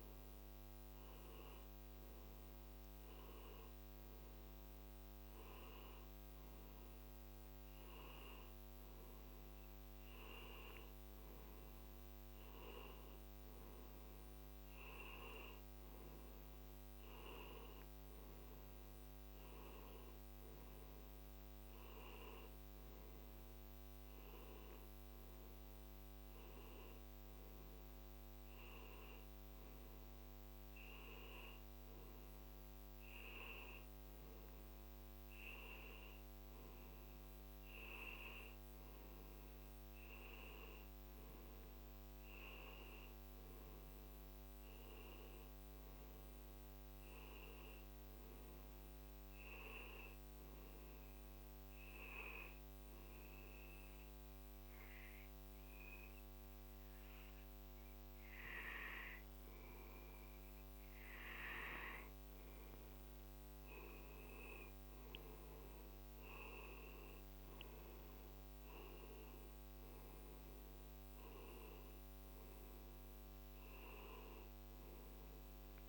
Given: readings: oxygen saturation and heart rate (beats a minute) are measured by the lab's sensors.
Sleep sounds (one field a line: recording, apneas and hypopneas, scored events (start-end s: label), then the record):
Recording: breathing in sleep by a microphone on the trachea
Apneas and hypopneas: 1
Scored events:
51.00-61.50 s: obstructive apnea (oxygen 93% before, 90% lowest, heart rate 59 before, 55 extreme, up 7 after)
63.50-75.88 s: new sleep stage, awake
67.50-75.88 s: oxygen desaturation (device-marked, oxygen 93% before, 90% lowest, heart rate 57 before, 59 extreme)
From the record:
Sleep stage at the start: N2 (light sleep)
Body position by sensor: on the back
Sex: male